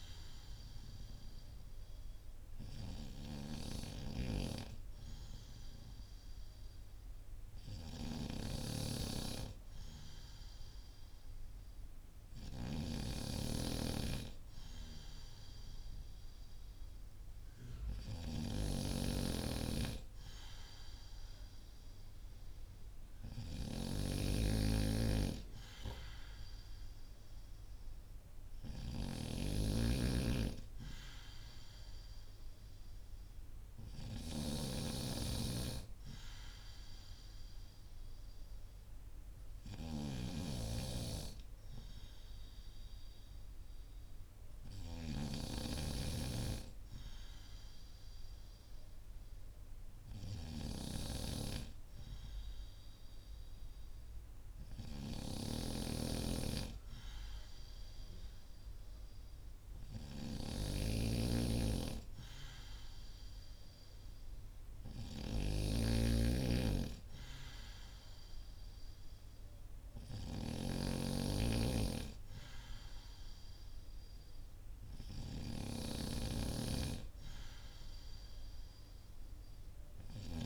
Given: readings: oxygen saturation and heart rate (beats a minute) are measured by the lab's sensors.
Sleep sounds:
breathing in sleep by a room microphone; none
12.50-40.00 s: snoring (device-marked)
54.50-80.46 s: snoring (device-marked)
From the record:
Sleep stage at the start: N2 (light sleep); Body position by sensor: on the back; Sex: male

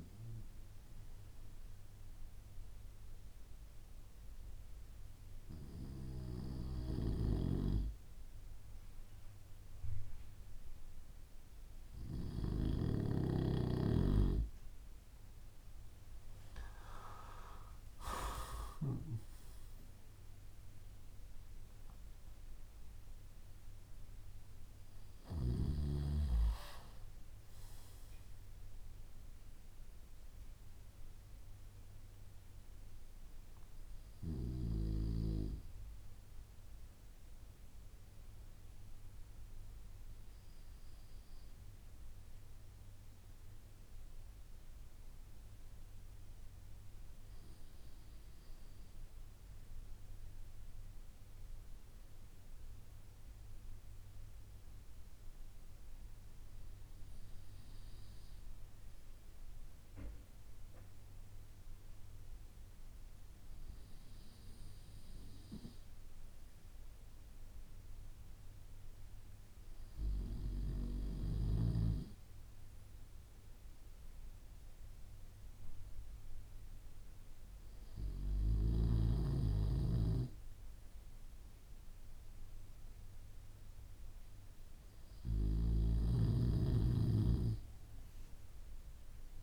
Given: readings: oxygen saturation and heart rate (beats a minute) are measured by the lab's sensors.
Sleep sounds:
breathing in sleep by a room microphone; none
16.00-21.50 s: arousal
From the record:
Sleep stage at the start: N2 (light sleep); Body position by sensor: on the back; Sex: male

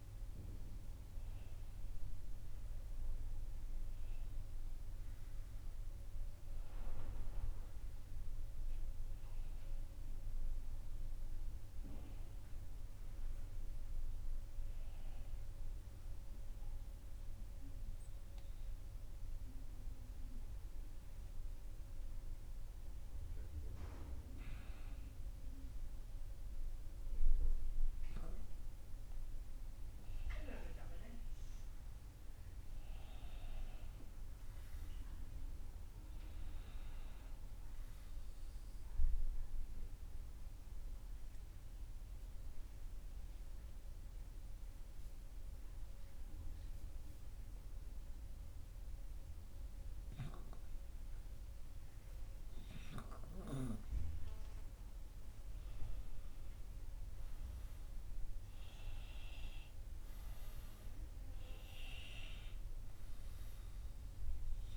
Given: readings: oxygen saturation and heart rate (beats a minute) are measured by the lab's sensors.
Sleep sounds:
breathing in sleep by a room microphone; 2
9.00-13.00 s: arousal
16.00-26.00 s: obstructive apnea (oxygen 97% before, 94% lowest, heart rate 81 before, 72 extreme, up 0 after)
30.50-34.50 s: arousal
39.00-51.50 s: obstructive apnea (oxygen 97% before, 94% lowest, heart rate 75 before, 72 extreme, up 0 after)
53.50-57.00 s: arousal
From the record:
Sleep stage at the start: N2 (light sleep); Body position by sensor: on the right side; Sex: male

